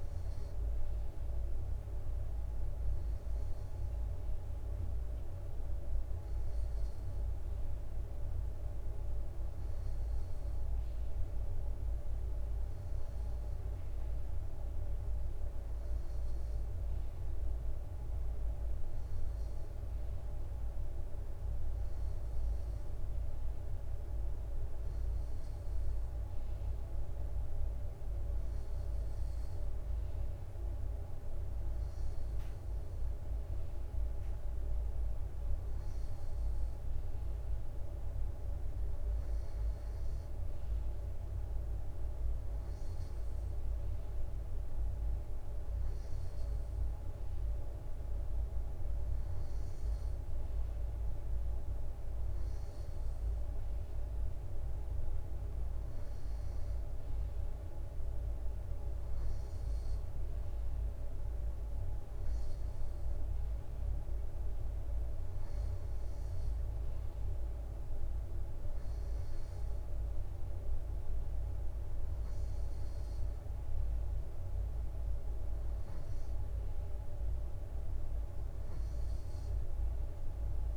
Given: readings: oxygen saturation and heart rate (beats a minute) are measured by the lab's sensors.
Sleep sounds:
breathing in sleep, hard to hear, by a room microphone; none
0.00-16.50 s: drop in pulse transit time (device-marked, heart rate 63 extreme)
From the record:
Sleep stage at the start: N2 (light sleep); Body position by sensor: on the right side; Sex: male

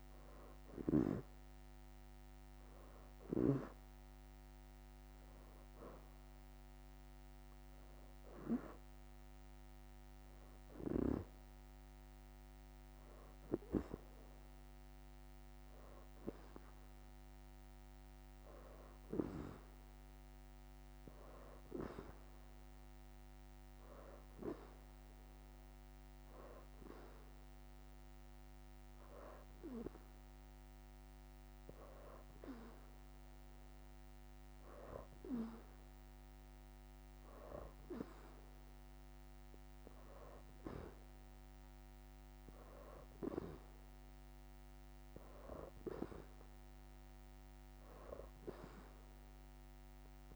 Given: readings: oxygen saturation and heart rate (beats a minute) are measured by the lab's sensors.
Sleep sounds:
breathing in sleep by a microphone on the trachea; none
4.00-6.50 s: leg movement (device-marked)
8.00-12.50 s: leg movement (device-marked)
18.00-28.00 s: leg movement (device-marked)
25.50-34.50 s: oxygen desaturation (device-marked, oxygen 92% before, 89% lowest, heart rate 85 before, 85 extreme)
41.50-46.50 s: oxygen desaturation (device-marked, oxygen 90% before, 87% lowest, heart rate 86 before, 85 extreme)
42.00-45.50 s: leg movement (device-marked)
48.00-50.36 s: leg movement (device-marked)
From the record:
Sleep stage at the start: N2 (light sleep); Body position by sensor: on the back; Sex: female

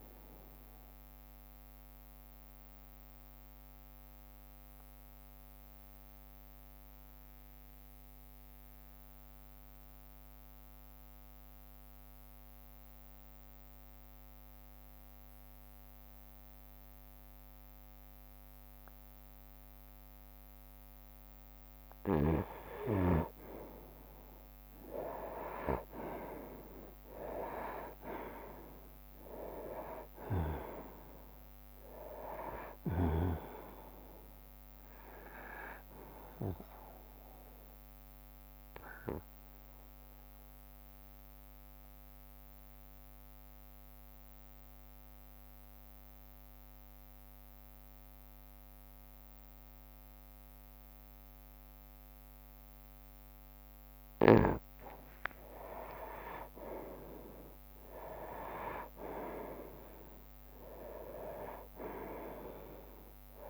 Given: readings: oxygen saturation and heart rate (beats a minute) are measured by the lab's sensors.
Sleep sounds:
breathing in sleep by a microphone on the trachea; 2
0.00-4.00 s: drop in pulse transit time (device-marked, heart rate 62 extreme)
0.00-19.00 s: oxygen desaturation (device-marked, oxygen 91% lowest, heart rate 59 extreme)
2.50-21.00 s: mixed apnea (oxygen 97% before, 91% lowest, heart rate 65 before, 59 extreme, up 8 after)
8.00-16.00 s: bradycardia (device-marked, heart rate 67 before, 59 extreme)
24.50-29.50 s: arousal
25.00-38.00 s: drop in pulse transit time (device-marked, heart rate 60 before, 63 extreme)
31.00-56.00 s: oxygen desaturation (device-marked, oxygen 97% before, 91% lowest, heart rate 62 before, 58 extreme)
37.50-53.50 s: obstructive apnea (oxygen 98% before, 91% lowest, heart rate 65 before, 58 extreme, up 8 after)
42.00-45.00 s: bradycardia (device-marked, heart rate 67 before, 61 extreme)
46.00-52.00 s: bradycardia (device-marked, heart rate 67 before, 58 extreme)
55.00-60.50 s: arousal
57.00-63.50 s: drop in pulse transit time (device-marked, heart rate 61 before, 61 extreme)
From the record:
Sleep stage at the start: N2 (light sleep); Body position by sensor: on the right side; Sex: male

